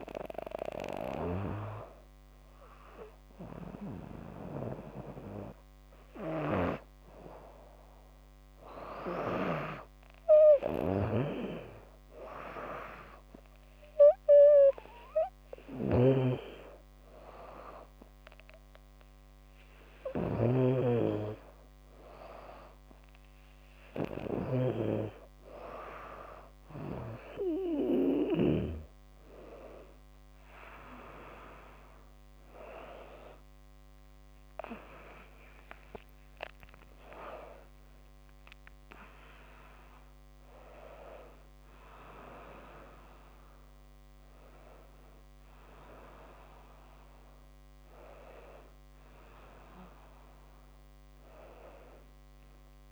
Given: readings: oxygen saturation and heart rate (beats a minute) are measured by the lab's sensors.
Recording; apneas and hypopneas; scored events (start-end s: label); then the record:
a person partly awake in a sleep study, by a microphone on the trachea; 1
5.50-28.00 s: snoring (device-marked)
13.00-23.50 s: hypopnea (oxygen 98% before, 95% lowest, heart rate 80 before, 79 extreme, up 1 after)
37.00-52.92 s: new sleep stage, awake
From the record:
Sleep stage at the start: N2 (light sleep); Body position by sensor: on the back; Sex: female